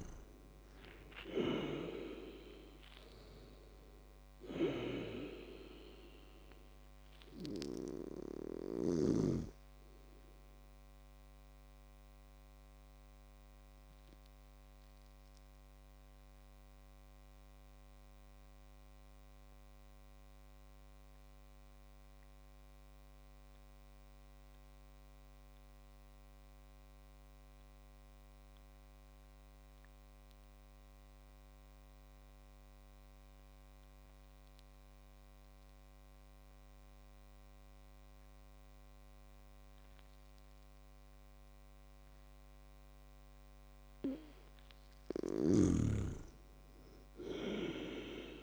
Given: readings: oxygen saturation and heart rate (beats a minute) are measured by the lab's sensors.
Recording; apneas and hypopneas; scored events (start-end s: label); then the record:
breathing in sleep by a microphone on the trachea; 1
0.00-14.50 s: oxygen desaturation (device-marked, oxygen 96% lowest, heart rate 58 extreme)
11.50-43.50 s: obstructive apnea (oxygen 100% before, 96% lowest, heart rate 71 before, 55 extreme, up 17 after)
45.00-48.43 s: snoring (device-marked)
From the record:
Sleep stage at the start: N2 (light sleep); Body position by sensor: on the back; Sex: male